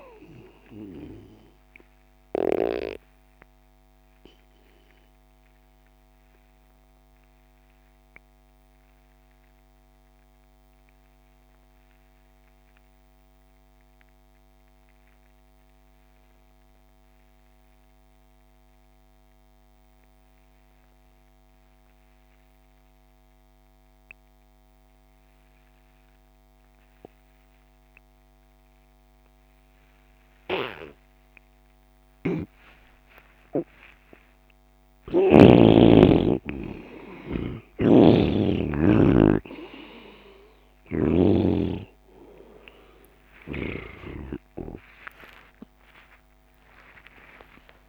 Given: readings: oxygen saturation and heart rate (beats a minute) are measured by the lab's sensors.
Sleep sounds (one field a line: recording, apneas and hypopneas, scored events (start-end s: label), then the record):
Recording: breathing in sleep by a microphone on the trachea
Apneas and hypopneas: 1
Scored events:
0.00-15.50 s: oxygen desaturation (device-marked, oxygen 86% lowest)
6.00-33.50 s: obstructive apnea (oxygen 99% before, 84% lowest)
27.50-47.89 s: oxygen desaturation (device-marked, oxygen 99% before, 84% lowest)
37.50-41.50 s: snoring (device-marked)
44.00-47.89 s: arousal
From the record:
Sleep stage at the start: N2 (light sleep)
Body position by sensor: on the left side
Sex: male